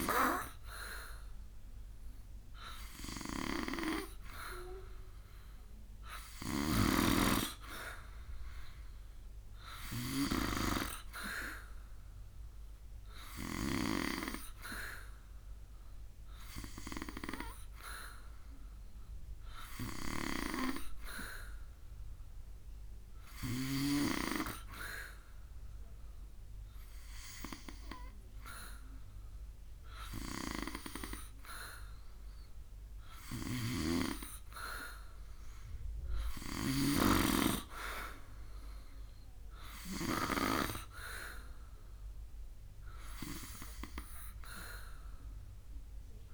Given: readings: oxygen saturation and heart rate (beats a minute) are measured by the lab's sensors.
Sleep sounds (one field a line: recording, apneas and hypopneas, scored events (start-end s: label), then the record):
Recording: breathing in sleep by a room microphone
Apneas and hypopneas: none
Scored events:
33.00-36.50 s: snoring (device-marked)
From the record:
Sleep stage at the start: N2 (light sleep)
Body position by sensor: on the back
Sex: male